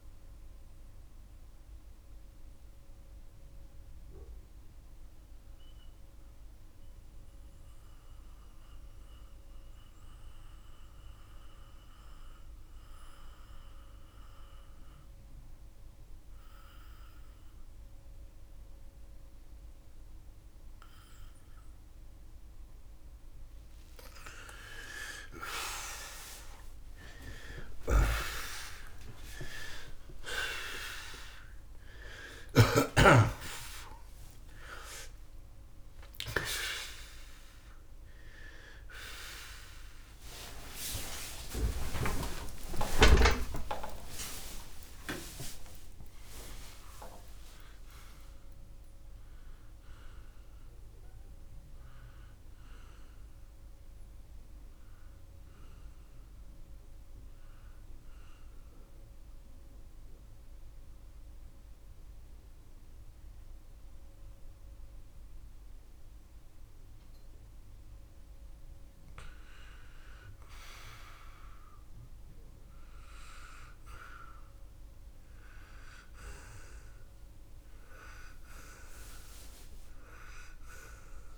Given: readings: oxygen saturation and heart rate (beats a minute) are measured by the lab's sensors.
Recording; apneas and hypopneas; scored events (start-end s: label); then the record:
a person partly awake in a sleep study, by a room microphone; 2
0.00-20.50 s: oxygen desaturation (device-marked, oxygen 83% lowest)
0.50-23.50 s: mixed apnea (oxygen 96% before, 83% lowest, heart rate 64 before, 67 extreme)
12.50-42.50 s: new sleep stage, awake
27.50-33.00 s: snoring (device-marked)
34.50-51.50 s: oxygen desaturation (device-marked, oxygen 96% before, 91% lowest)
42.50-72.50 s: new sleep stage, N1 (lightest sleep)
57.00-69.50 s: hypopnea (oxygen 96% before, 85% lowest, heart rate 134 before, 67 extreme, up 22 after)
71.50-75.50 s: arousal
72.50-81.37 s: new sleep stage, N2 (light sleep)
73.50-81.37 s: oxygen desaturation (device-marked, oxygen 93% before, 85% lowest, heart rate 64 before, 66 extreme)
From the record:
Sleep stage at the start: N2 (light sleep); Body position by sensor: on the back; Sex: male